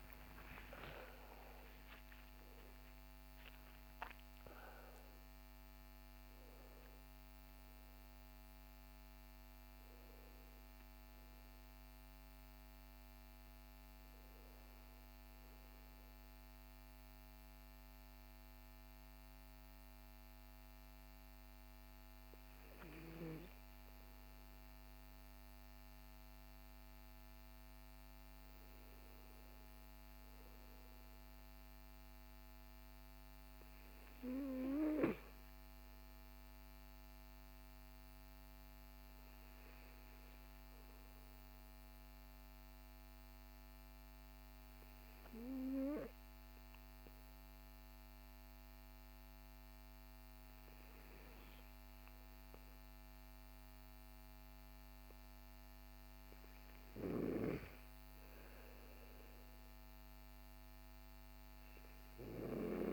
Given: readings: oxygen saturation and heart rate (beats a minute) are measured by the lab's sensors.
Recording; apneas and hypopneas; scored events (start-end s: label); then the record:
breathing in sleep by a microphone on the trachea; none
none scored
From the record:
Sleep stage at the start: N2 (light sleep); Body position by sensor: on the back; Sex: male